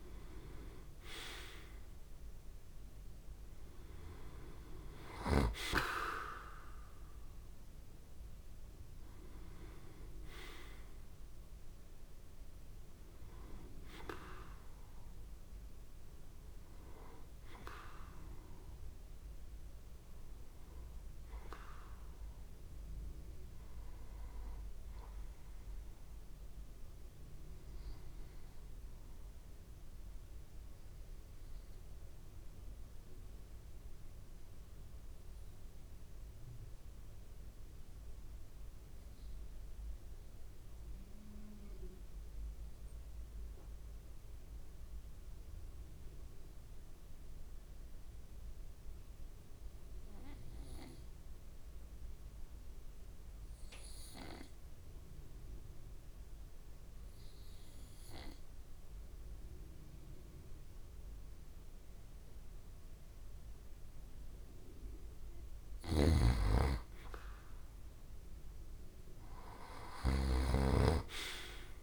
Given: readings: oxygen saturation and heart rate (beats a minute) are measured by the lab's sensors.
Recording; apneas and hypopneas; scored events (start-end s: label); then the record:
breathing in sleep by a room microphone; 1
0.00-7.00 s: oxygen desaturation (device-marked, oxygen 90% lowest, heart rate 56 extreme)
7.00-12.00 s: arousal
31.00-65.00 s: mixed apnea (oxygen 96% before, 83% lowest, heart rate 64 before, 56 extreme, up 2 after)
50.00-71.83 s: oxygen desaturation (device-marked, oxygen 98% before, 83% lowest, heart rate 64 before, 64 extreme)
65.50-71.83 s: snoring (device-marked)
68.50-71.83 s: arousal
From the record:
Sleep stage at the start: N2 (light sleep); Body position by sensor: on the back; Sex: male